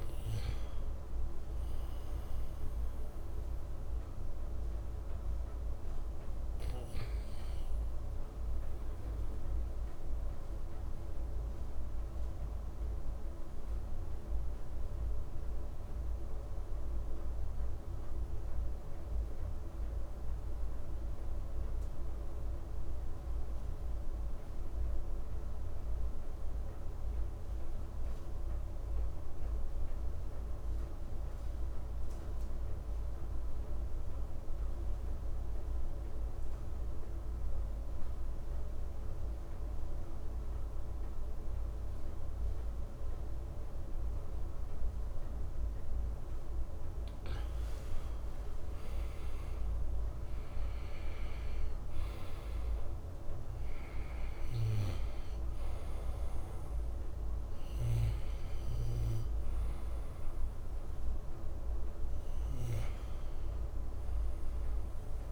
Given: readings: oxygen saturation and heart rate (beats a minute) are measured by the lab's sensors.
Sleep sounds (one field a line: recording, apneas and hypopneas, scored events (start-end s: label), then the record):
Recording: breathing in sleep, hard to hear, by a room microphone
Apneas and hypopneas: 1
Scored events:
0.00-2.00 s: oxygen desaturation (device-marked, oxygen 93% lowest, heart rate 55 extreme)
10.00-45.50 s: obstructive apnea (oxygen 96% before, 89% lowest, heart rate 61 before, 54 extreme, up 8 after)
47.00-63.00 s: oxygen desaturation (device-marked, oxygen 96% before, 89% lowest, heart rate 56 before, 58 extreme)
47.50-52.00 s: arousal
From the record:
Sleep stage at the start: REM sleep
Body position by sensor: on the right side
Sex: male